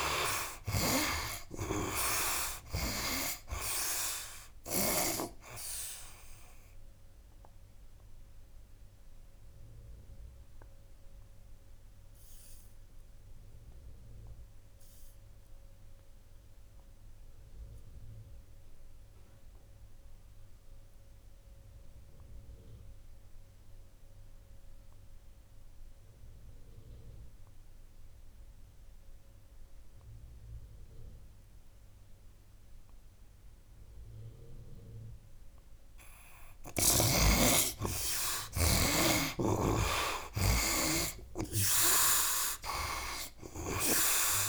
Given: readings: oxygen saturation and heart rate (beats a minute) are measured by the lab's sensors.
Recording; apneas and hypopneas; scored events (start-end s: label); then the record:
breathing in sleep by a room microphone; 1
0.00-2.00 s: arousal
0.00-24.00 s: oxygen desaturation (device-marked, oxygen 49% lowest, heart rate 63 extreme)
0.50-5.00 s: snoring (device-marked)
6.50-36.00 s: obstructive apnea (oxygen 69% before, 49% lowest, heart rate 79 before, 74 extreme, up 17 after)
26.00-44.49 s: oxygen desaturation (device-marked, oxygen 92% before, 52% lowest, heart rate 83 before, 70 extreme)
37.50-42.00 s: arousal
39.00-44.49 s: snoring (device-marked)
From the record:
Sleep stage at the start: N2 (light sleep); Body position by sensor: on the right side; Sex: male